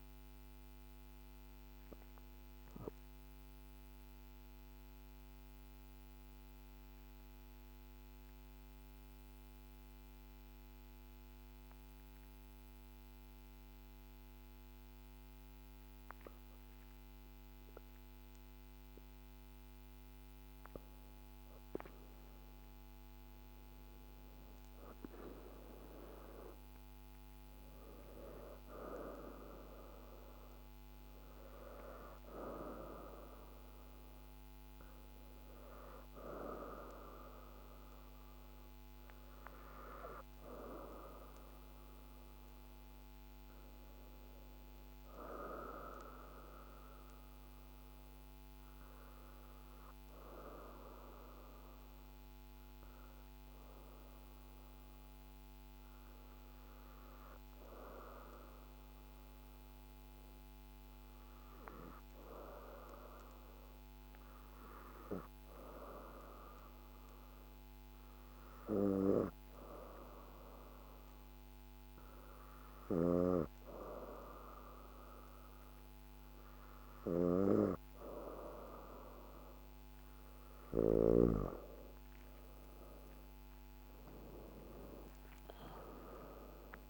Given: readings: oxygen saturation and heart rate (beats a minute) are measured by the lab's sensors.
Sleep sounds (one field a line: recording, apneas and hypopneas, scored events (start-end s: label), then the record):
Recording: breathing in sleep by a microphone on the trachea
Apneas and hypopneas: 2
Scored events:
0.00-10.50 s: oxygen desaturation (device-marked, oxygen 83% lowest, heart rate 50 extreme)
1.50-19.50 s: obstructive apnea (oxygen 98% before, 83% lowest, heart rate 54 before, 51 extreme, up 5 after)
21.50-26.00 s: arousal
24.50-45.50 s: oxygen desaturation (device-marked, oxygen 98% before, 93% lowest, heart rate 53 before, 51 extreme)
44.50-75.00 s: hypopnea (oxygen 98% before, 90% lowest, heart rate 53 before, 51 extreme, up 4 after)
57.50-86.90 s: oxygen desaturation (device-marked, oxygen 97% before, 90% lowest, heart rate 52 before, 51 extreme)
80.50-85.00 s: arousal
From the record:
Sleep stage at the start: N2 (light sleep)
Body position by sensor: on the back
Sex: female